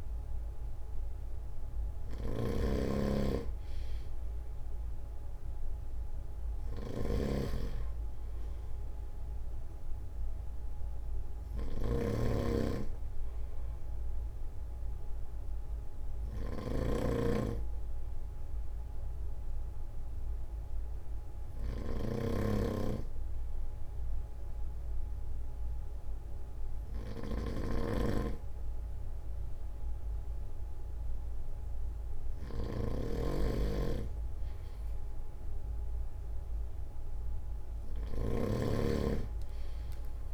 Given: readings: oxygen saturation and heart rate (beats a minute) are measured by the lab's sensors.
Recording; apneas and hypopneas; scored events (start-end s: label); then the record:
breathing in sleep by a room microphone; none
0.00-40.34 s: snoring (device-marked)
From the record:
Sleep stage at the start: N2 (light sleep); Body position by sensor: on the front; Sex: male